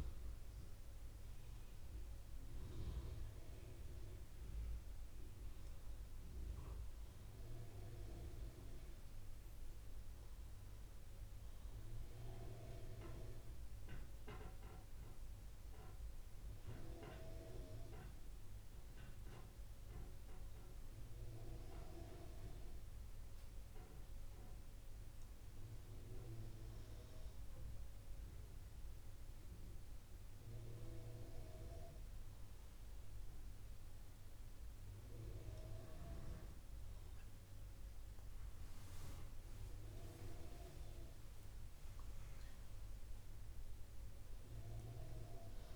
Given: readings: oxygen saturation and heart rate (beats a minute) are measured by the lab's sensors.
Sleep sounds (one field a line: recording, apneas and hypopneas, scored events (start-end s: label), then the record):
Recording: breathing in sleep by a room microphone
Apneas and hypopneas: none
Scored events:
none scored
From the record:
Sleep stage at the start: N2 (light sleep)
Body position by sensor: on the right side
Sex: female